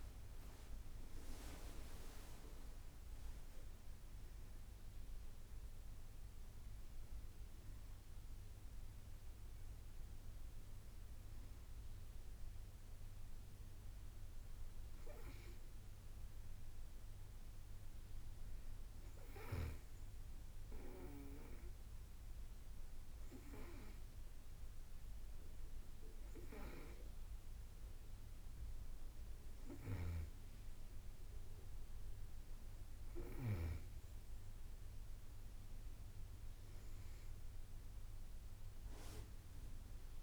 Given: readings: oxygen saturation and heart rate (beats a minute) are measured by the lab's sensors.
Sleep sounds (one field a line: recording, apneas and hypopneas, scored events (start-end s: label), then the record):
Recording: breathing in sleep by a room microphone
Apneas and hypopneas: none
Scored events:
30.00-34.00 s: snoring (device-marked)
From the record:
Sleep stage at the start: N2 (light sleep)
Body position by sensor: on the back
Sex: female